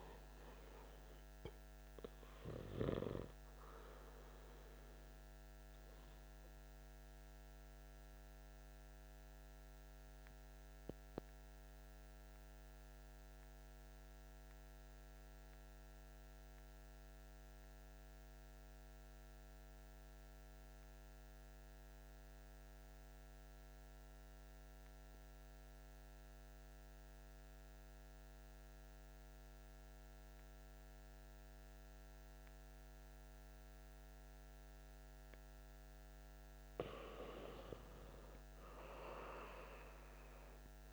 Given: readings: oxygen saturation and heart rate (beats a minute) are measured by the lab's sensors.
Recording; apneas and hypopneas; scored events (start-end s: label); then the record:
breathing in sleep by a microphone on the trachea; 1
0.00-9.50 s: oxygen desaturation (device-marked, oxygen 92% lowest, heart rate 38 extreme)
1.50-36.00 s: obstructive apnea (oxygen 97% before, 92% lowest, heart rate 139 before, 38 extreme, up 23 after)
38.50-40.93 s: arousal
From the record:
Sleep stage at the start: N2 (light sleep); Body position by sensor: on the back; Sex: male